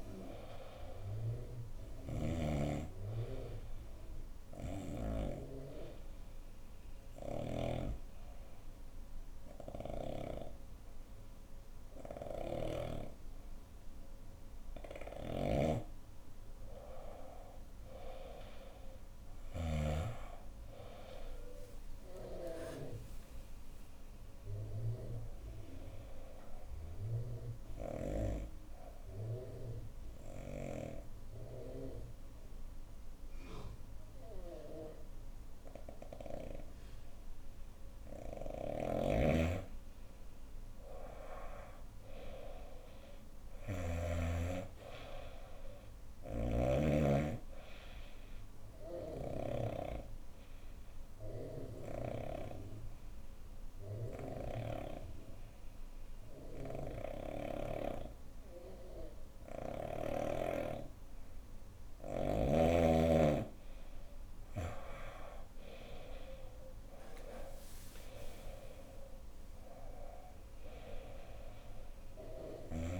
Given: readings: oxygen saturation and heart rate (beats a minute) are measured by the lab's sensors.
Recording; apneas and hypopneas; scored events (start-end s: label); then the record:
breathing in sleep by a room microphone; 3
0.00-10.00 s: oxygen desaturation (device-marked, oxygen 97% before, 92% lowest, heart rate 69 before, 66 extreme)
3.00-15.50 s: obstructive apnea (oxygen 97% before, 91% lowest, heart rate 68 before, 65 extreme, up 10 after)
6.50-12.50 s: snoring (device-marked)
14.50-19.50 s: snoring (device-marked)
17.00-21.00 s: arousal
18.00-35.00 s: oxygen desaturation (device-marked, oxygen 96% before, 91% lowest, heart rate 69 before, 65 extreme)
26.00-38.50 s: obstructive apnea (oxygen 96% before, 91% lowest, heart rate 70 before, 65 extreme, up 9 after)
38.00-43.50 s: snoring (device-marked)
42.00-55.00 s: oxygen desaturation (device-marked, oxygen 97% before, 92% lowest, heart rate 71 before, 66 extreme)
48.50-61.00 s: obstructive apnea (oxygen 97% before, 90% lowest, heart rate 70 before, 66 extreme, up 8 after)
65.50-71.00 s: arousal
66.00-72.99 s: oxygen desaturation (device-marked, oxygen 96% before, 91% lowest, heart rate 70 before, 67 extreme)
From the record:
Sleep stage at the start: N2 (light sleep); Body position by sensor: on the right side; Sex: female